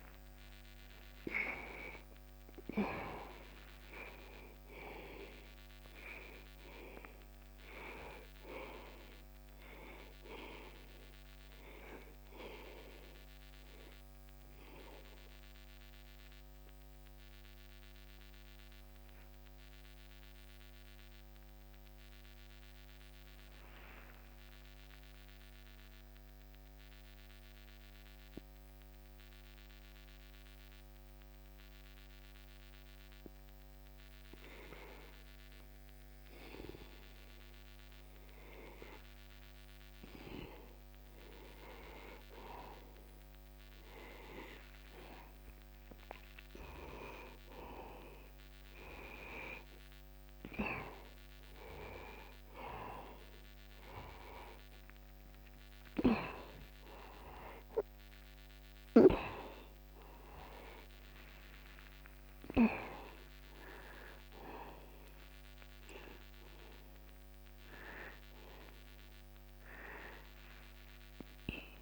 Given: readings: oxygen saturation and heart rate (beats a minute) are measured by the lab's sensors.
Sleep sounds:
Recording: breathing in sleep by a microphone on the trachea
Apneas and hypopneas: 1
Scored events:
0.00-33.00 s: oxygen desaturation (device-marked, oxygen 85% lowest, heart rate 60 extreme)
15.50-36.00 s: mixed apnea (oxygen 98% before, 85% lowest, heart rate 60 before, 60 extreme, up 0 after)
44.00-48.50 s: arousal
50.00-71.82 s: oxygen desaturation (device-marked, oxygen 97% before, 87% lowest, heart rate 60 before, 60 extreme)
61.50-66.50 s: arousal
From the record:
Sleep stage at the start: N2 (light sleep)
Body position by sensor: on the back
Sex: male

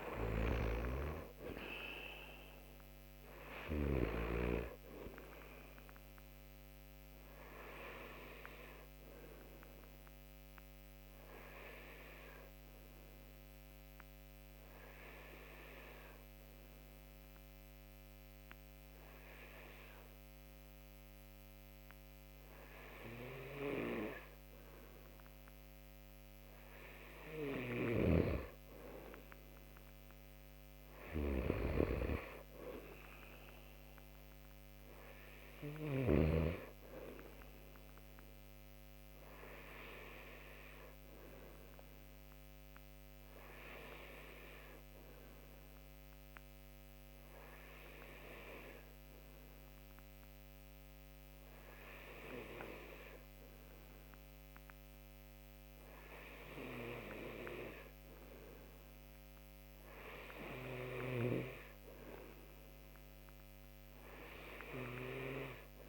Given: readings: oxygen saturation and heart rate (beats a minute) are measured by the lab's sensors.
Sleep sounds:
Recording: breathing in sleep by a microphone on the trachea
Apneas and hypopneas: 2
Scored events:
0.00-2.00 s: arousal
0.00-3.50 s: snoring (device-marked)
0.00-19.00 s: oxygen desaturation (device-marked, oxygen 89% lowest)
7.00-25.00 s: hypopnea (oxygen 96% before, 89% lowest)
27.00-35.50 s: snoring (device-marked)
28.50-32.00 s: arousal
33.00-55.00 s: oxygen desaturation (device-marked, oxygen 95% before, 91% lowest)
41.00-54.00 s: hypopnea (oxygen 95% before, 90% lowest)
58.50-61.50 s: arousal
From the record:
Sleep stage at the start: N2 (light sleep)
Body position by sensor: on the right side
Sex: male

